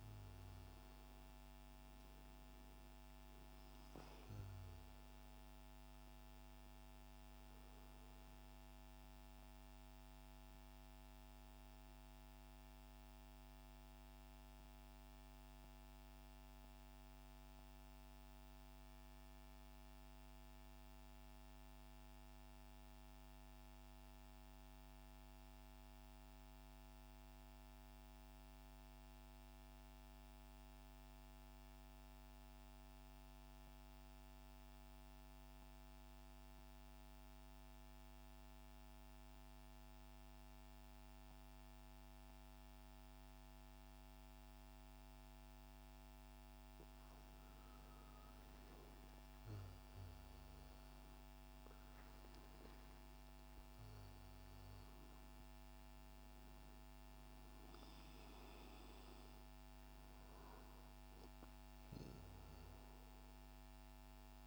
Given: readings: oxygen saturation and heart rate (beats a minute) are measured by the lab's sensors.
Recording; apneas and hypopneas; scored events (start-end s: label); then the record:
breathing in sleep, hard to hear, by a microphone on the trachea; 1
0.00-20.00 s: oxygen desaturation (device-marked, oxygen 90% lowest, heart rate 88 extreme)
13.50-46.00 s: central apnea (oxygen 97% before, 90% lowest, heart rate 134 before, 47 extreme, up 0 after)
42.00-64.46 s: oxygen desaturation (device-marked, oxygen 98% before, 90% lowest, heart rate 109 before, 39 extreme)
48.00-51.00 s: arousal
From the record:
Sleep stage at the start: N2 (light sleep); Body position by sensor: on the back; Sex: male